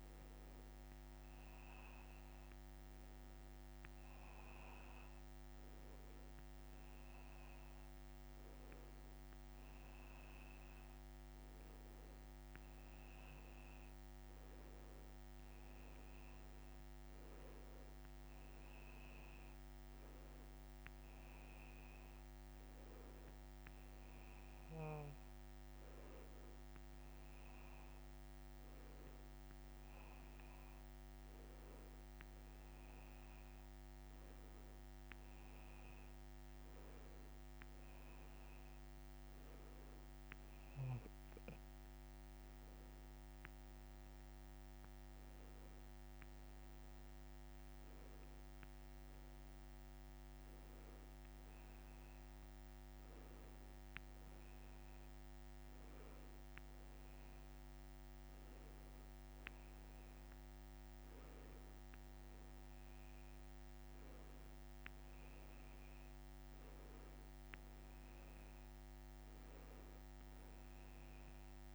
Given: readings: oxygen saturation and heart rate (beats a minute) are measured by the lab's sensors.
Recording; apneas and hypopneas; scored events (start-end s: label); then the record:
breathing in sleep, hard to hear, by a microphone on the trachea; none
none scored
From the record:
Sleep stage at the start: N2 (light sleep); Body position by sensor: on the back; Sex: male